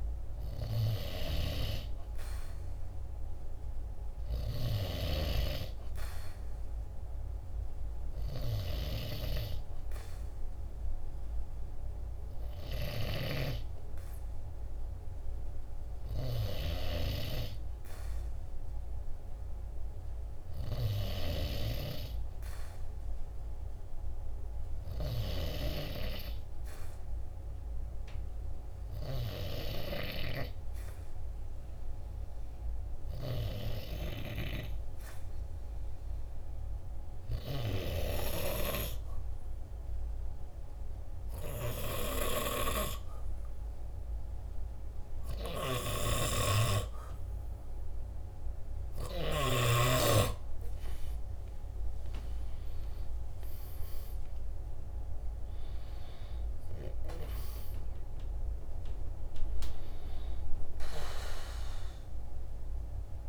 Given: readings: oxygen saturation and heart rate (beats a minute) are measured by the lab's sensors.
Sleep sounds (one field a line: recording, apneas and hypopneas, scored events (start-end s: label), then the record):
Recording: breathing in sleep by a room microphone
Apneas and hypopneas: 1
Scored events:
0.00-1.50 s: arousal
31.00-46.50 s: obstructive apnea (oxygen 97% before, 94% lowest, heart rate 47 before, 46 extreme, up 4 after)
49.00-53.50 s: arousal
From the record:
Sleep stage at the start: N2 (light sleep)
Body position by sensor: on the back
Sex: male